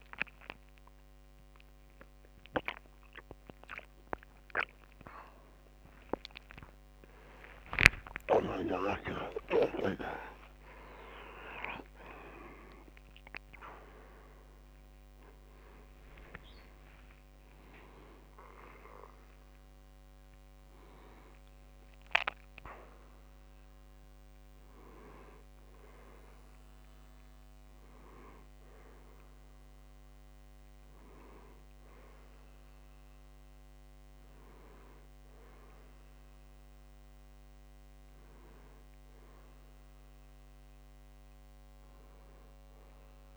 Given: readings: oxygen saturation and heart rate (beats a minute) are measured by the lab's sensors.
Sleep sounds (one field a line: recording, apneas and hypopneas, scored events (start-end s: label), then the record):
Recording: a person awake in a sleep study, by a microphone on the trachea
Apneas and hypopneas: none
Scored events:
1.50-9.50 s: oxygen desaturation (device-marked, oxygen 94% before, 90% lowest, heart rate 90 before, 59 extreme)
From the record:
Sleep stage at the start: awake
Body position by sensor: on the back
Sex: male